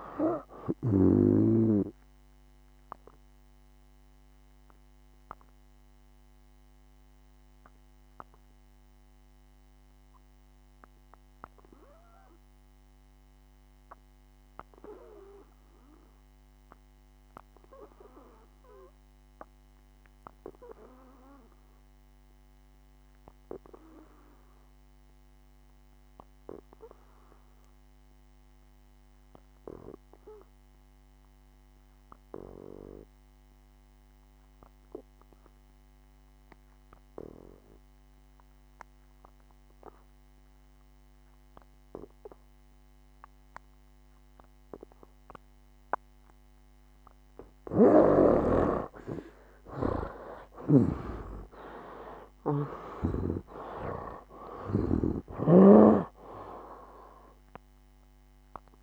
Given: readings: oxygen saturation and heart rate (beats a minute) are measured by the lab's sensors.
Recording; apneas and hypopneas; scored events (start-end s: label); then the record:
breathing in sleep by a microphone on the trachea; 1
0.00-29.00 s: oxygen desaturation (device-marked, oxygen 77% lowest, heart rate 57 extreme)
3.50-47.50 s: obstructive apnea (oxygen 98% before, 74% lowest, heart rate 67 before, 57 extreme, up 14 after)
35.00-58.83 s: oxygen desaturation (device-marked, oxygen 98% before, 74% lowest, heart rate 59 before, 59 extreme)
50.50-55.00 s: arousal
50.50-55.50 s: snoring (device-marked)
From the record:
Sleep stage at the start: N2 (light sleep); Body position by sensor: on the back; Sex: male